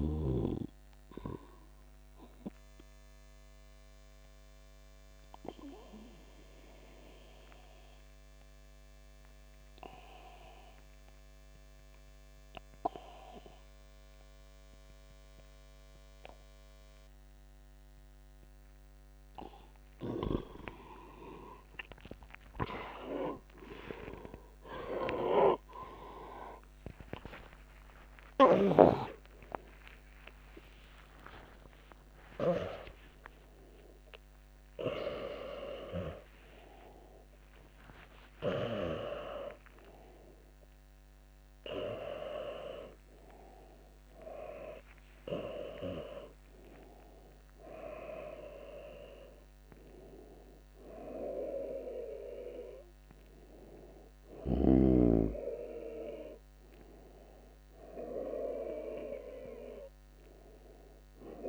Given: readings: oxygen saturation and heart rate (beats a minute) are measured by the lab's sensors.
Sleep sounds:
a person awake in a sleep study, by a microphone on the trachea; 1
2.00-19.50 s: obstructive apnea (oxygen 99% before, 89% lowest, heart rate 78 before, 73 extreme, up 12 after)
6.00-61.49 s: new sleep stage, awake
21.00-50.00 s: oxygen desaturation (device-marked, oxygen 98% before, 89% lowest, heart rate 78 before, 79 extreme)
27.00-48.00 s: tachycardia (device-marked, heart rate 81 before, 163 extreme)
From the record:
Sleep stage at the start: N2 (light sleep); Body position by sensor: on the back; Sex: male

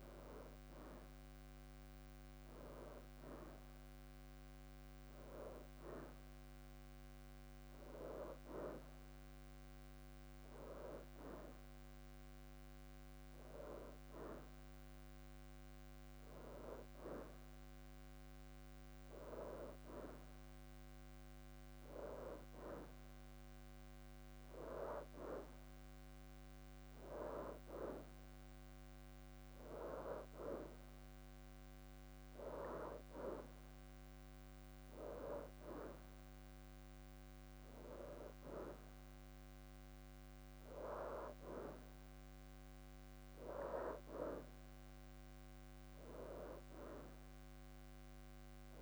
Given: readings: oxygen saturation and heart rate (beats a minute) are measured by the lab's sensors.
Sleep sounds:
breathing in sleep by a microphone on the trachea; none
1.00-2.50 s: leg movement (device-marked)
From the record:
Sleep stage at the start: N2 (light sleep); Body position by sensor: on the right side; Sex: female

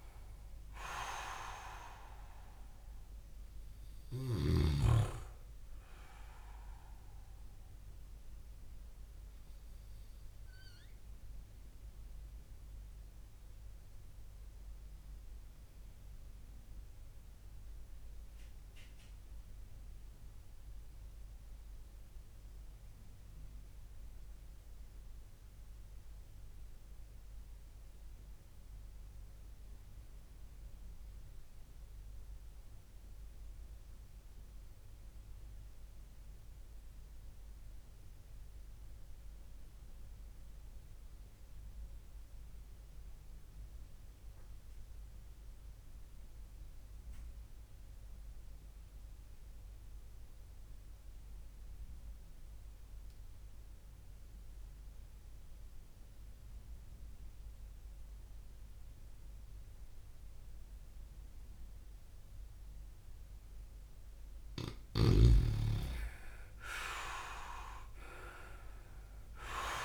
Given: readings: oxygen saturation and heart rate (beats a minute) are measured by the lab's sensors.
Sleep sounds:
breathing in sleep by a room microphone; 1
11.00-61.50 s: mixed apnea (oxygen 98% before, 93% lowest)
48.50-67.50 s: oxygen desaturation (device-marked, oxygen 100% before, 96% lowest)
65.50-69.50 s: arousal
65.50-69.85 s: new sleep stage, REM sleep
From the record:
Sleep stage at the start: N2 (light sleep); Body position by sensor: on the back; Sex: male

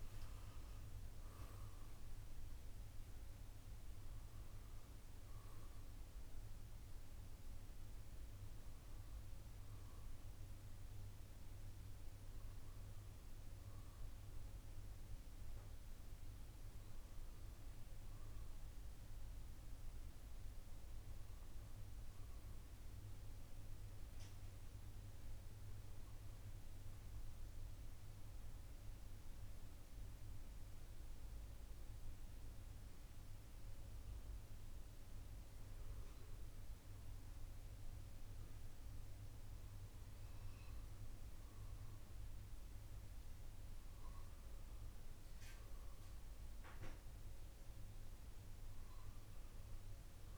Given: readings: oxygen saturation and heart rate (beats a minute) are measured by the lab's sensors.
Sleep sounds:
breathing in sleep, hard to hear, by a room microphone; none
32.00-50.38 s: new sleep stage, N2 (light sleep)
From the record:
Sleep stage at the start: N1 (lightest sleep); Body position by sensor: on the left side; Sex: male

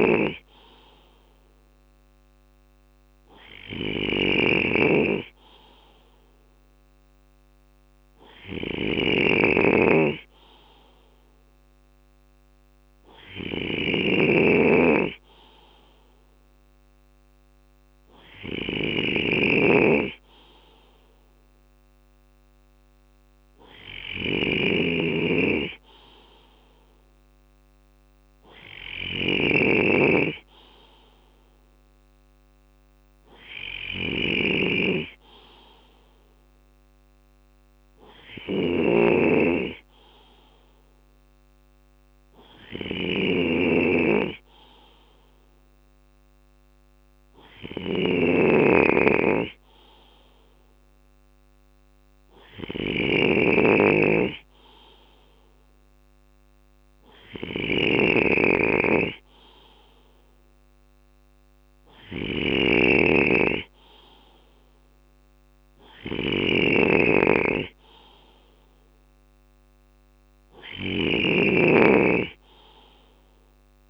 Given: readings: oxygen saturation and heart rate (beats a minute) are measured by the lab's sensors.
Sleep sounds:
breathing in sleep by a microphone on the trachea; none
0.00-73.90 s: snoring (device-marked)
From the record:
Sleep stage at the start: N2 (light sleep); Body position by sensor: on the left side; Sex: male

